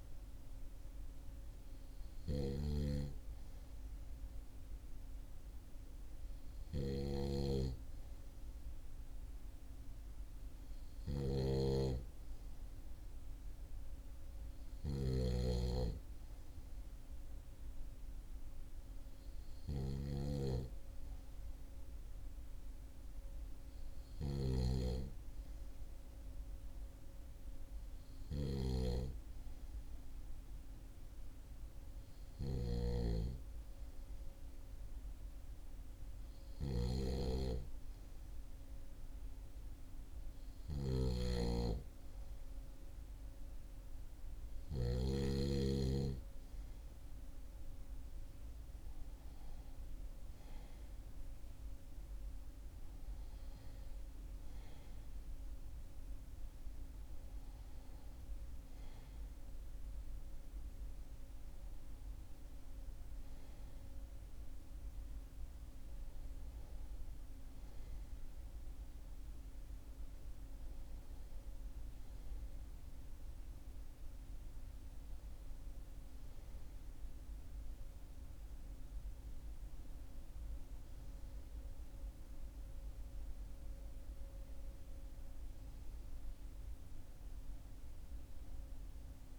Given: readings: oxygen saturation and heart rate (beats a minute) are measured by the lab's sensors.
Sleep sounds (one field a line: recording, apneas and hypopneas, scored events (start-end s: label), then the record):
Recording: breathing in sleep by a room microphone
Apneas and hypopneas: none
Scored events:
1.50-32.00 s: snoring (device-marked)
40.00-44.50 s: snoring (device-marked)
From the record:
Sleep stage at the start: N2 (light sleep)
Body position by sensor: on the back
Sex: male